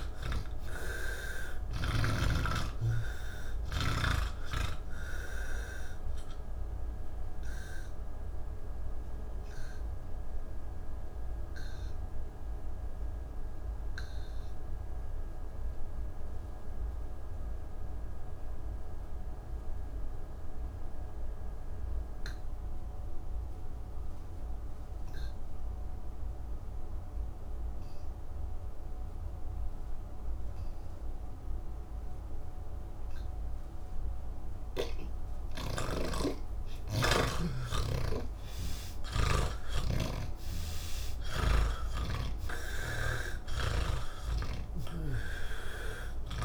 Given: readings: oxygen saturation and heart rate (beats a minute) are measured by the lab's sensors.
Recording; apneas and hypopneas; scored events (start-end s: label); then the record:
breathing in sleep by a room microphone; 1
0.00-2.50 s: snoring (device-marked)
0.00-20.50 s: oxygen desaturation (device-marked, oxygen 79% lowest, heart rate 131 extreme)
3.50-35.50 s: obstructive apnea (oxygen 98% before, 79% lowest, heart rate 184 before, 142 extreme, up 46 after)
27.50-46.45 s: oxygen desaturation (device-marked, oxygen 98% before, 79% lowest, heart rate 184 before, 145 extreme)
From the record:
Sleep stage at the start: N3 (deep sleep); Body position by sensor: on the back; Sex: male